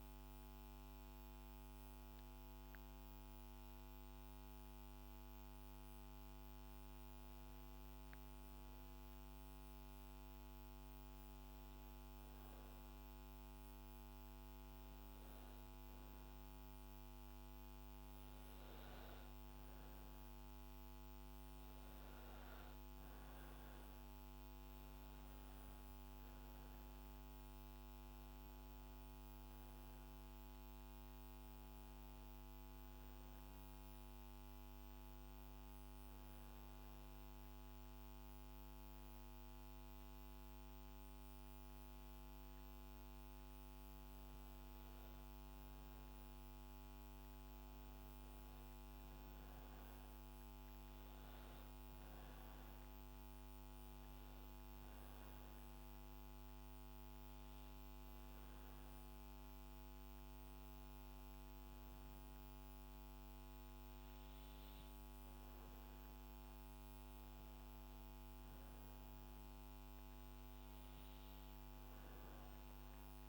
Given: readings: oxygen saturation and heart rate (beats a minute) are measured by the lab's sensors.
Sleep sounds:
breathing in sleep, hard to hear, by a microphone on the trachea; 1
27.50-31.00 s: arousal
33.00-44.00 s: hypopnea (oxygen 98% before, 94% lowest, heart rate 67 before, 67 extreme, up 2 after)
47.00-50.50 s: arousal
From the record:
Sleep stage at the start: N2 (light sleep); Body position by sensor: on the back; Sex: female

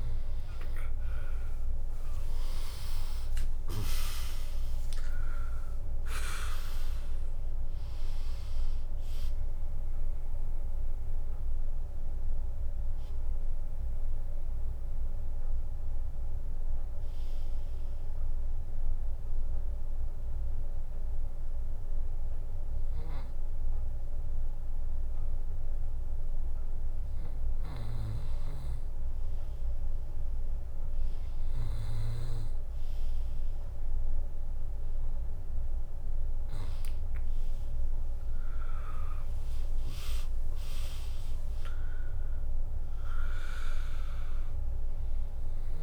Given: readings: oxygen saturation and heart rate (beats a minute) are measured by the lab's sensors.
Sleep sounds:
breathing in sleep by a room microphone; 1
1.00-6.00 s: arousal
3.50-24.50 s: drop in pulse transit time (device-marked, heart rate 71 before, 66 extreme)
18.00-28.00 s: obstructive apnea (oxygen 99% before, 96% lowest, heart rate 77 before, 57 extreme)
26.50-33.50 s: bradycardia (device-marked, heart rate 78 before, 57 extreme)
38.00-42.50 s: arousal
39.50-45.82 s: drop in pulse transit time (device-marked, heart rate 69 before, 63 extreme)
From the record:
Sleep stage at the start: N2 (light sleep); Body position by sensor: on the right side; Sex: female

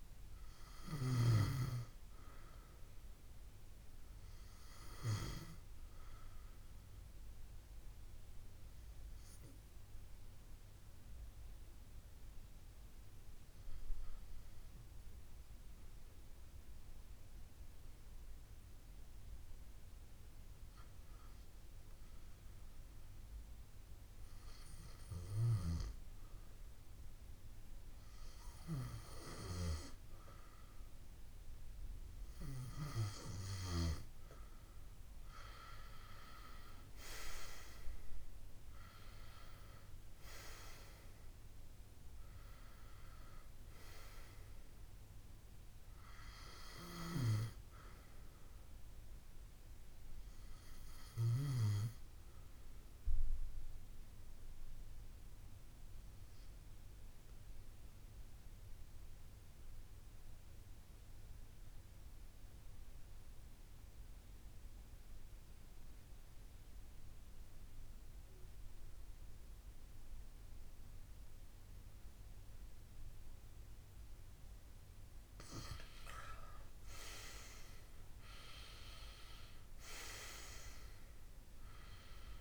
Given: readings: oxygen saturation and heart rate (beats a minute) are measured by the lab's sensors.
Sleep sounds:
breathing in sleep by a room microphone; 2
3.50-33.50 s: hypopnea (oxygen 93% before, 87% lowest, heart rate 75 before, 70 extreme, up 10 after)
10.00-19.00 s: oxygen desaturation (device-marked, oxygen 91% before, 87% lowest, heart rate 76 before, 70 extreme)
35.50-40.50 s: arousal
39.00-56.00 s: oxygen desaturation (device-marked, oxygen 97% before, 94% lowest, heart rate 73 before, 67 extreme)
52.00-74.00 s: mixed apnea (oxygen 97% before, 90% lowest, heart rate 75 before, 66 extreme, up 9 after)
63.00-79.00 s: oxygen desaturation (device-marked, oxygen 95% before, 91% lowest, heart rate 73 before, 65 extreme)
76.50-80.00 s: arousal
From the record:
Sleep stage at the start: REM sleep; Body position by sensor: on the left side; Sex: male

